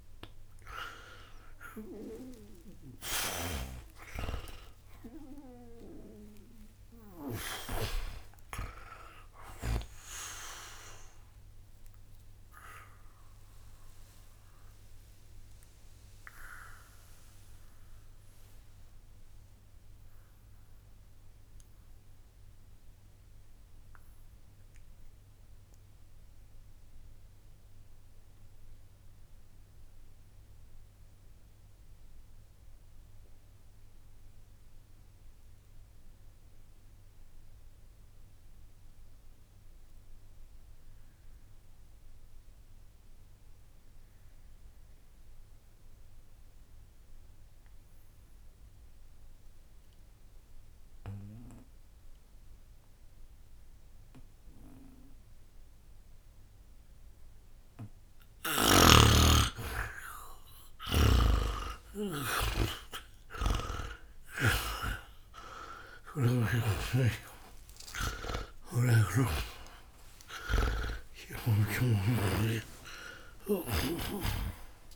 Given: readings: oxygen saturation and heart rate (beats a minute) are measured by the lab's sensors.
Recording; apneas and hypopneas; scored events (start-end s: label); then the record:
breathing in sleep by a room microphone; 1
0.00-33.00 s: oxygen desaturation (device-marked, oxygen 76% lowest, heart rate 60 extreme)
11.50-56.00 s: obstructive apnea (oxygen 94% before, 75% lowest, heart rate 69 before, 60 extreme, up 0 after)
52.00-74.96 s: oxygen desaturation (device-marked, oxygen 99% before, 75% lowest, heart rate 60 before, 60 extreme)
60.50-72.00 s: snoring (device-marked)
68.50-74.96 s: arousal
From the record:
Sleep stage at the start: N2 (light sleep); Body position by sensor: on the back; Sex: male